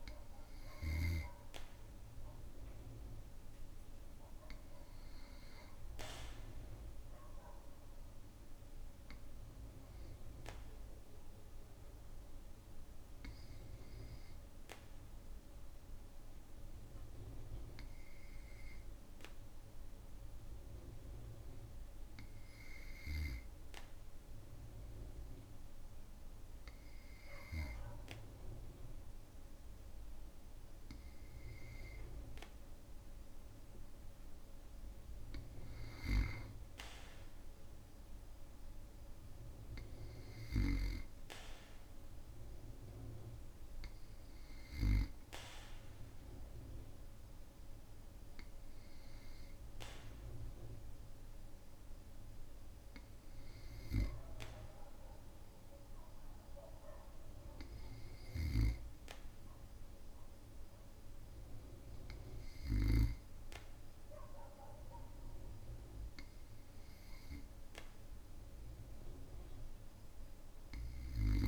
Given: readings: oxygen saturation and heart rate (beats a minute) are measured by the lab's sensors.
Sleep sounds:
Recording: breathing in sleep by a room microphone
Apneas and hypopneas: 1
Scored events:
0.00-1.00 s: snoring (device-marked)
14.50-30.50 s: obstructive apnea (oxygen 96% before, 95% lowest, heart rate 54 before, 53 extreme, up 3 after)
33.00-36.00 s: arousal
From the record:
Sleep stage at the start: N2 (light sleep)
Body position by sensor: on the back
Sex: male

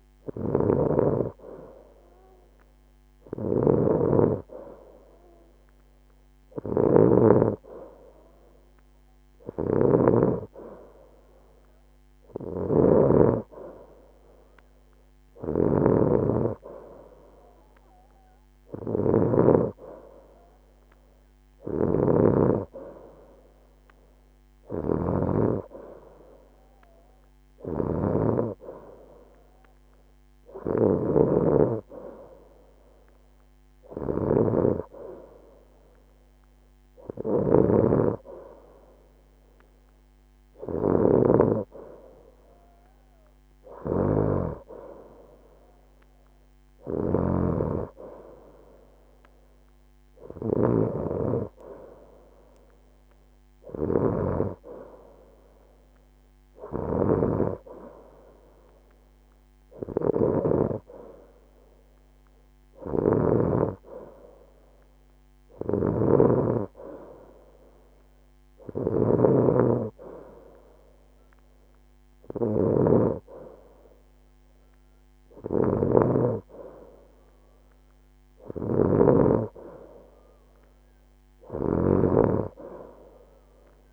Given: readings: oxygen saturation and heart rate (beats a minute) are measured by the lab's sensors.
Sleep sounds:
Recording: breathing in sleep by a microphone on the trachea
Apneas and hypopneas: none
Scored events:
0.00-9.00 s: oxygen desaturation (device-marked, oxygen 89% lowest, heart rate 79 extreme)
From the record:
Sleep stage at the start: N2 (light sleep)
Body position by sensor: on the right side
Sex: female

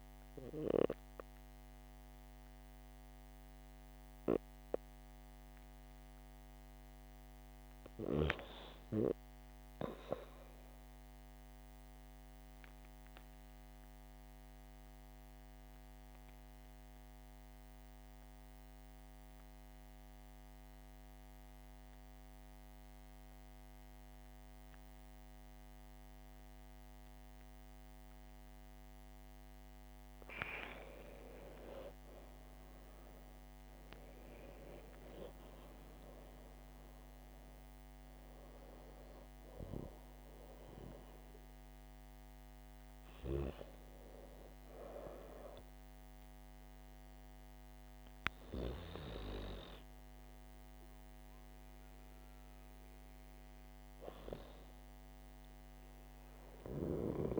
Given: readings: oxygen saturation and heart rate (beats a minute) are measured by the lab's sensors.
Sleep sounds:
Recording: breathing in sleep by a microphone on the trachea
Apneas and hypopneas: 1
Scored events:
4.50-8.00 s: arousal
12.00-30.00 s: obstructive apnea (oxygen 98% before, 85% lowest, heart rate 77 before, 72 extreme, up 10 after)
15.50-26.50 s: oxygen desaturation (device-marked, oxygen 96% before, 93% lowest, heart rate 78 before, 72 extreme)
32.50-56.50 s: oxygen desaturation (device-marked, oxygen 95% before, 85% lowest, heart rate 75 before, 78 extreme)
33.00-36.50 s: arousal
From the record:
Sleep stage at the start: N2 (light sleep)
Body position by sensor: on the right side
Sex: female

